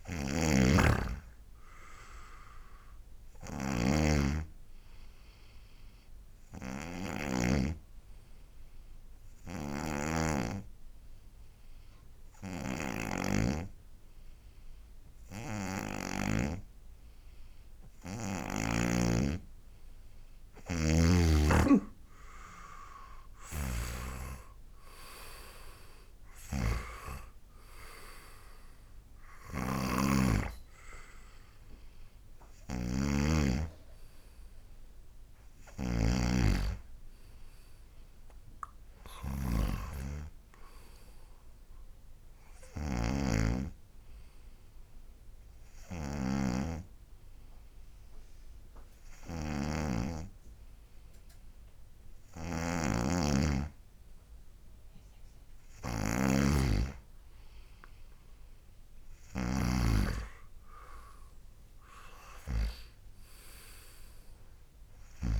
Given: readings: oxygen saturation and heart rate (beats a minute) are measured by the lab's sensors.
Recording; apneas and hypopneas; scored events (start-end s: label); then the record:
breathing in sleep by a room microphone; 2
0.00-8.00 s: snoring (device-marked)
0.00-16.50 s: oxygen desaturation (device-marked, oxygen 90% lowest, heart rate 68 extreme)
7.00-20.00 s: obstructive apnea (oxygen 98% before, 90% lowest, heart rate 71 before, 68 extreme, up 10 after)
10.00-17.00 s: snoring (device-marked)
21.50-24.50 s: arousal
21.50-46.50 s: oxygen desaturation (device-marked, oxygen 97% before, 90% lowest, heart rate 73 before, 68 extreme)
26.50-60.00 s: snoring (device-marked)
42.50-54.00 s: obstructive apnea (oxygen 97% before, 92% lowest, heart rate 74 before, 67 extreme, up 7 after)
56.50-61.00 s: arousal
From the record:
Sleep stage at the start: N2 (light sleep); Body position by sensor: on the right side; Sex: male